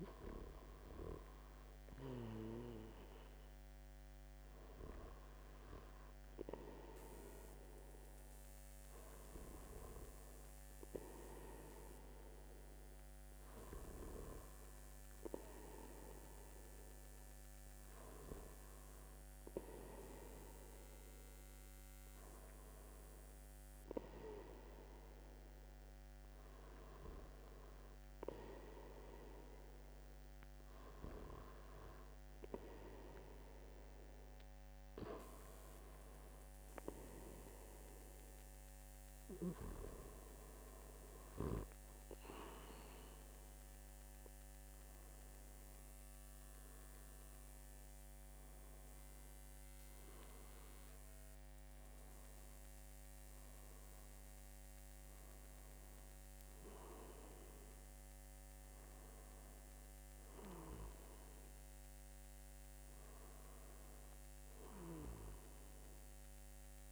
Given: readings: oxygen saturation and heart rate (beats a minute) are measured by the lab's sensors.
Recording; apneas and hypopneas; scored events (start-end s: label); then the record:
breathing in sleep by a microphone on the trachea; none
9.00-11.00 s: long interval between heartbeats (device-marked, heart rate 78 before, 75 extreme)
48.00-50.00 s: long interval between heartbeats (device-marked, heart rate 77 before, 81 extreme)
From the record:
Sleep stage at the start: N2 (light sleep); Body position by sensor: on the back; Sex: male